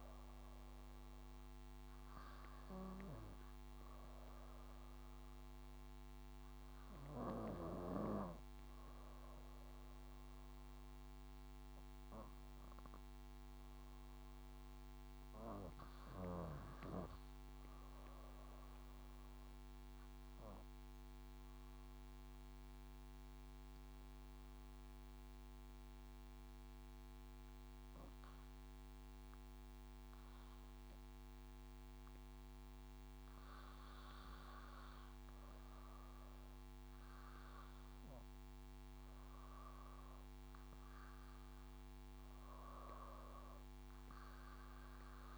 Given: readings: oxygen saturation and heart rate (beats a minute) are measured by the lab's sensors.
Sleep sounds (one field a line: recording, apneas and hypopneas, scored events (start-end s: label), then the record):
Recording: breathing in sleep by a microphone on the trachea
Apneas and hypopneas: 1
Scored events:
9.50-40.50 s: obstructive apnea (oxygen 99% before, 91% lowest, heart rate 61 before, 55 extreme, up 1 after)
35.00-45.38 s: oxygen desaturation (device-marked, oxygen 96% before, 91% lowest, heart rate 60 before, 62 extreme)
41.00-42.00 s: drop in pulse transit time (device-marked, heart rate 61 before, 63 extreme)
From the record:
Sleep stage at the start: N2 (light sleep)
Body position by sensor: on the back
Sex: female